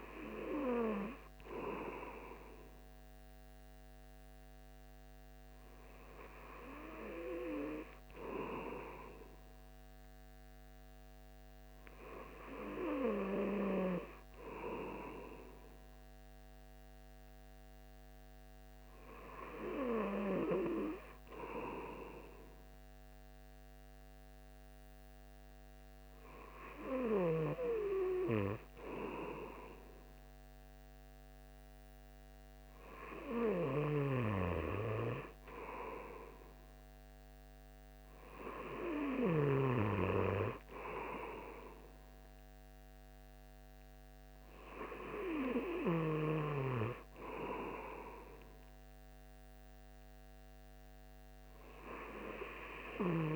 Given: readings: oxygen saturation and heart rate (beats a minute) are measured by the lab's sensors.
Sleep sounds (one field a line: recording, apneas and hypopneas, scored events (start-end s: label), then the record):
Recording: breathing in sleep by a microphone on the trachea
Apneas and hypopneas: none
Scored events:
none scored
From the record:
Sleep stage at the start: N2 (light sleep)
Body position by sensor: on the right side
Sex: male